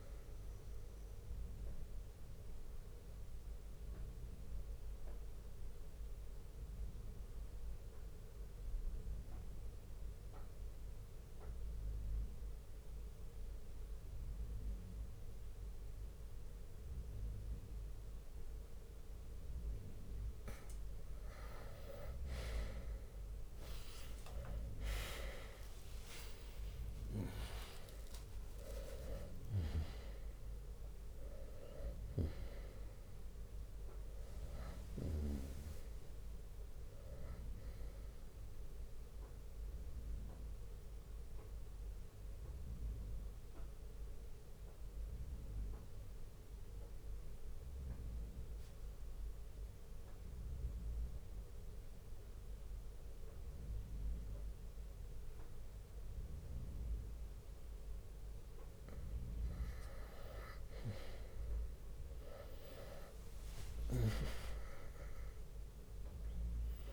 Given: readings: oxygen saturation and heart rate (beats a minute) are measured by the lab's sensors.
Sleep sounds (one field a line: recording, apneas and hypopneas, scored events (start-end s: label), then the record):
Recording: breathing in sleep by a room microphone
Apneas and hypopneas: 2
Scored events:
0.00-1.00 s: drop in pulse transit time (device-marked, heart rate 64 extreme)
0.00-18.00 s: oxygen desaturation (device-marked, oxygen 91% lowest, heart rate 58 extreme)
1.00-3.00 s: bradycardia (device-marked, heart rate 69 before, 65 extreme)
2.00-21.00 s: obstructive apnea (oxygen 97% before, 91% lowest, heart rate 66 before, 59 extreme, up 19 after)
6.00-18.00 s: bradycardia (device-marked, heart rate 69 before, 59 extreme)
23.50-25.50 s: long interval between heartbeats (device-marked, heart rate 60 before, 70 extreme)
23.50-28.50 s: arousal
25.00-37.00 s: oxygen desaturation (device-marked, oxygen 98% before, 93% lowest, heart rate 61 before, 58 extreme)
26.00-38.00 s: drop in pulse transit time (device-marked, heart rate 61 before, 67 extreme)
39.00-58.50 s: mixed apnea (oxygen 98% before, 91% lowest, heart rate 68 before, 58 extreme, up 11 after)
41.00-53.00 s: bradycardia (device-marked, heart rate 69 before, 58 extreme)
62.00-66.93 s: arousal
65.00-66.93 s: drop in pulse transit time (device-marked, heart rate 60 before, 67 extreme)
From the record:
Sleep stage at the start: N2 (light sleep)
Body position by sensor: on the right side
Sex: male